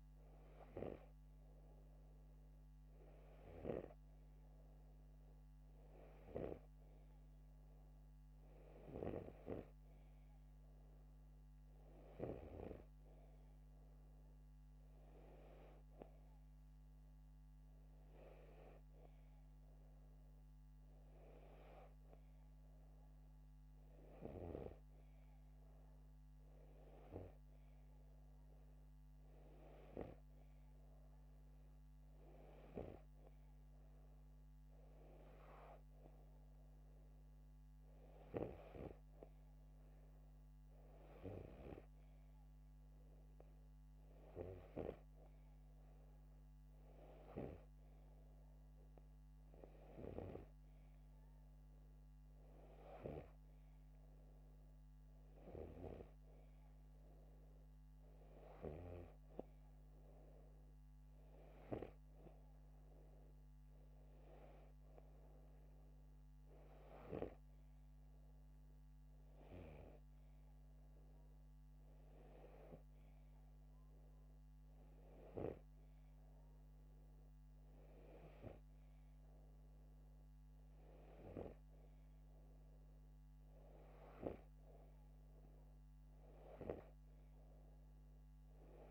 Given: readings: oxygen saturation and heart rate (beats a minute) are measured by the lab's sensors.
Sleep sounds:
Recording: breathing in sleep by a microphone on the trachea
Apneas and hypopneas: none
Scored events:
none scored
From the record:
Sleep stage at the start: N2 (light sleep)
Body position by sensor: upright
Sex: male

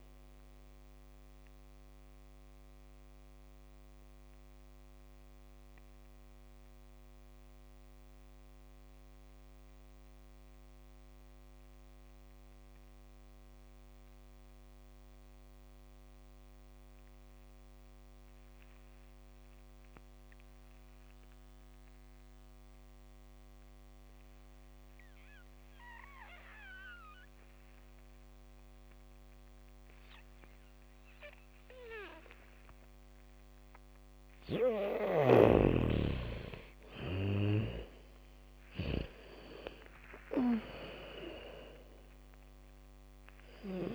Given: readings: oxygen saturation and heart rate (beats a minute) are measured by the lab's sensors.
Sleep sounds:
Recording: breathing in sleep by a microphone on the trachea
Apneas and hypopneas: 1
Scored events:
0.00-14.00 s: oxygen desaturation (device-marked, oxygen 75% lowest, heart rate 46 extreme)
2.00-34.00 s: mixed apnea (oxygen 99% before, 74% lowest, heart rate 58 before, 47 extreme)
28.00-43.95 s: oxygen desaturation (device-marked, oxygen 100% before, 74% lowest, heart rate 73 before, 47 extreme)
30.00-39.00 s: bradycardia (device-marked, heart rate 70 before, 47 extreme)
36.00-40.00 s: arousal
From the record:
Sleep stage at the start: N2 (light sleep)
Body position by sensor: on the back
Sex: female

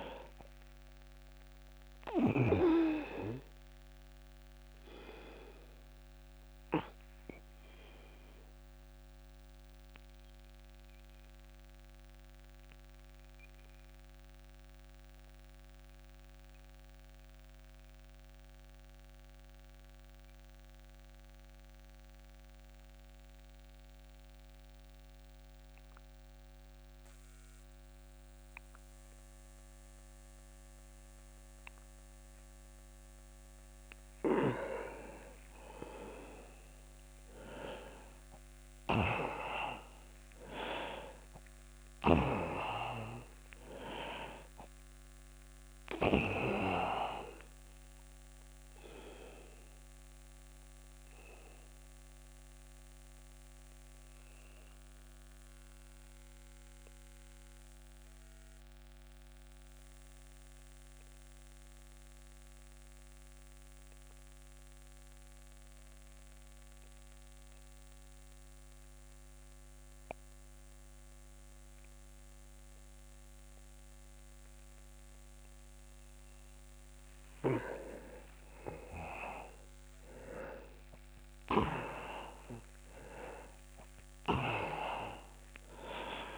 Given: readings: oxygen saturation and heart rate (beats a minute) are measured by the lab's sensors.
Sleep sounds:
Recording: breathing in sleep by a microphone on the trachea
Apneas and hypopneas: 2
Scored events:
0.00-25.50 s: oxygen desaturation (device-marked, oxygen 92% lowest)
3.50-32.50 s: obstructive apnea (oxygen 99% before, 92% lowest)
34.00-38.50 s: arousal
41.50-69.50 s: oxygen desaturation (device-marked, oxygen 98% before, 93% lowest)
46.00-77.00 s: obstructive apnea (oxygen 99% before, 93% lowest)
79.50-83.00 s: arousal
From the record:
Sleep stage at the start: N2 (light sleep)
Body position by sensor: on the back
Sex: male

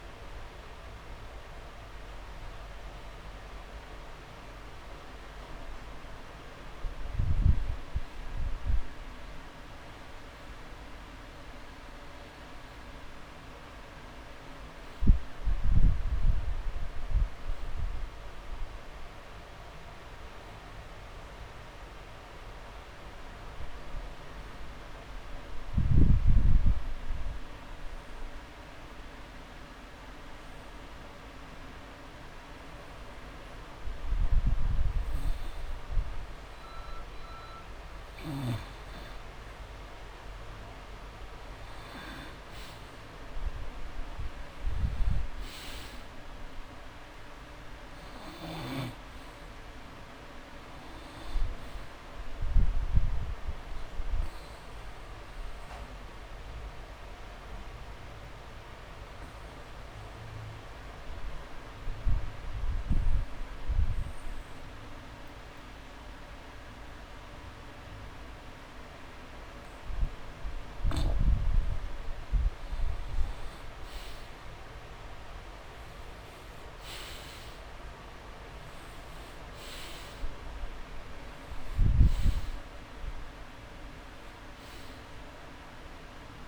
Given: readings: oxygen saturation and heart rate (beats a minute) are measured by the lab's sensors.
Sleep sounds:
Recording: breathing in sleep, hard to hear, by a room microphone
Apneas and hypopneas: 2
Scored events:
0.00-12.00 s: oxygen desaturation (device-marked, oxygen 89% lowest)
16.00-19.50 s: arousal
24.00-37.50 s: obstructive apnea (oxygen 98% before, 90% lowest)
41.00-45.00 s: arousal
45.00-72.00 s: oxygen desaturation (device-marked, oxygen 97% before, 90% lowest)
55.50-71.50 s: obstructive apnea (oxygen 98% before, 90% lowest)
72.00-74.00 s: long interval between heartbeats (device-marked)
73.50-77.00 s: arousal
79.00-86.48 s: oxygen desaturation (device-marked, oxygen 98% before, 90% lowest)
From the record:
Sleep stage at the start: N2 (light sleep)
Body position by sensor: on the back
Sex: male

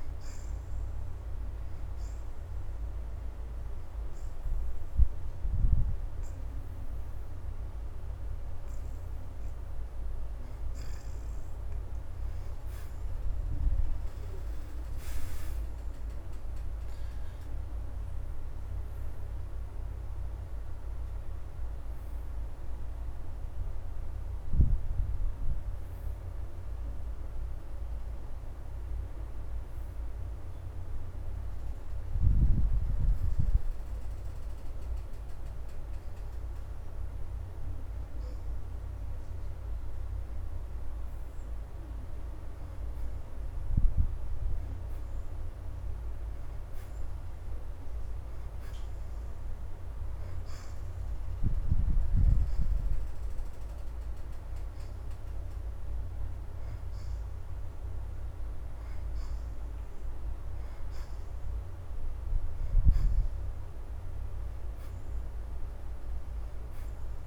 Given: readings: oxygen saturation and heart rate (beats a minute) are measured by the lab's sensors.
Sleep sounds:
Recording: breathing in sleep, hard to hear, by a room microphone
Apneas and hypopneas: 1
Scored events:
0.50-11.50 s: hypopnea (oxygen 77% before, 56% lowest, heart rate 82 before, 75 extreme, up 6 after)
0.50-11.50 s: oxygen desaturation (device-marked, oxygen 77% before, 66% lowest, heart rate 82 before, 75 extreme)
14.00-19.00 s: arousal
19.50-41.50 s: oxygen desaturation (device-marked, oxygen 74% before, 56% lowest, heart rate 83 before, 75 extreme)
48.50-64.50 s: oxygen desaturation (device-marked, oxygen 86% before, 70% lowest, heart rate 77 before, 80 extreme)
From the record:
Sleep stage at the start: N2 (light sleep)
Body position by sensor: on the back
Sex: female

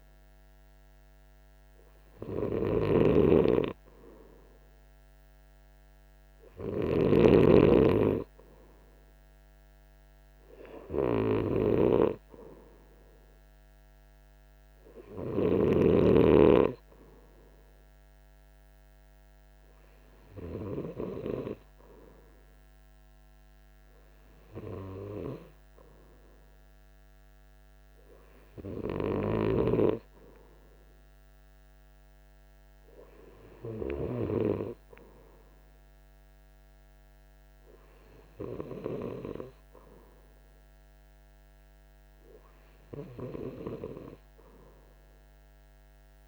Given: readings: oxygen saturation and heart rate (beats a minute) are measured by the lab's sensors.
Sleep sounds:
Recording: breathing in sleep by a microphone on the trachea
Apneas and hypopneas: none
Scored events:
none scored
From the record:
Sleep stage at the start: N2 (light sleep)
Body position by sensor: on the right side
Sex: male

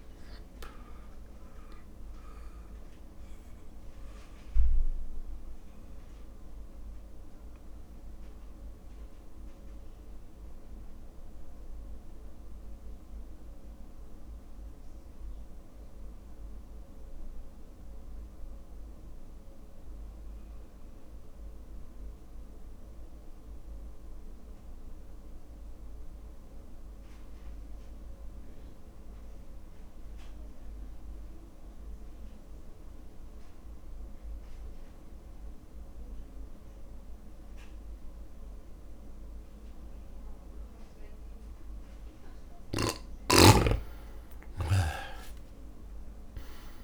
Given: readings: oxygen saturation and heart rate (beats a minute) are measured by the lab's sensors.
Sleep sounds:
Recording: breathing in sleep, hard to hear, by a room microphone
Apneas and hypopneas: 1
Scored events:
0.00-13.00 s: drop in pulse transit time (device-marked, heart rate 53 extreme)
0.00-24.00 s: oxygen desaturation (device-marked, oxygen 84% lowest, heart rate 53 extreme)
3.00-42.00 s: mixed apnea (oxygen 100% before, 83% lowest, heart rate 57 before, 53 extreme, up 2 after)
42.00-46.84 s: oxygen desaturation (device-marked, oxygen 99% before, 83% lowest, heart rate 56 before, 53 extreme)
44.00-46.84 s: arousal
From the record:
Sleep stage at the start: N2 (light sleep)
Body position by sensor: on the back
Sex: male

